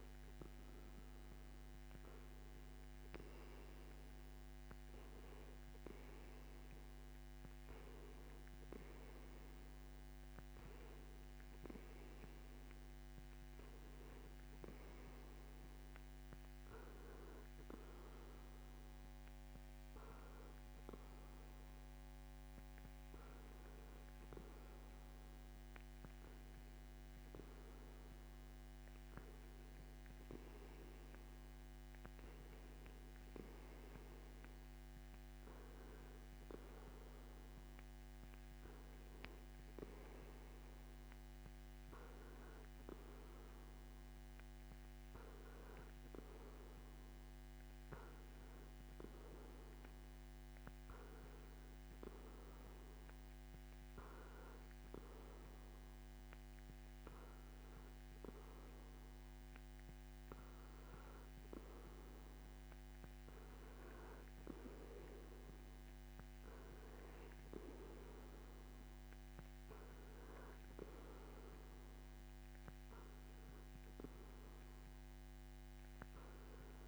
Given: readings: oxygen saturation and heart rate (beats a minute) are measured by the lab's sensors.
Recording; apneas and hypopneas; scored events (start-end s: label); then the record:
breathing in sleep by a microphone on the trachea; none
none scored
From the record:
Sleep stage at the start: N2 (light sleep); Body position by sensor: on the back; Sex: male